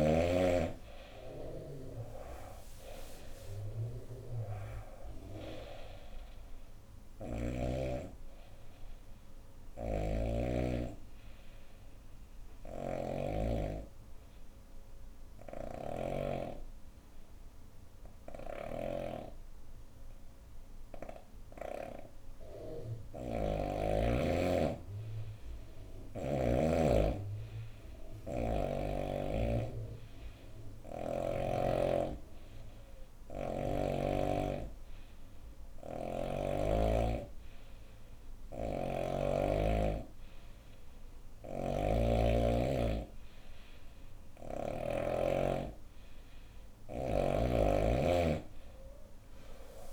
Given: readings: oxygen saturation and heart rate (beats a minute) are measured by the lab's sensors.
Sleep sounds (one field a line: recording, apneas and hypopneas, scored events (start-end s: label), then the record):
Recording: breathing in sleep by a room microphone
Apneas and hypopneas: 2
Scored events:
0.00-16.00 s: oxygen desaturation (device-marked, oxygen 92% lowest, heart rate 65 extreme)
2.00-6.00 s: arousal
8.50-23.00 s: obstructive apnea (oxygen 98% before, 92% lowest, heart rate 71 before, 65 extreme, up 4 after)
9.00-21.50 s: snoring (device-marked)
24.50-27.00 s: arousal
27.00-37.00 s: oxygen desaturation (device-marked, oxygen 97% before, 92% lowest, heart rate 69 before, 66 extreme)
29.50-44.50 s: hypopnea (oxygen 97% before, 90% lowest, heart rate 68 before, 66 extreme, up 12 after)
41.00-44.50 s: snoring (device-marked)
From the record:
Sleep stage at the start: N2 (light sleep)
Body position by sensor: on the right side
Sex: female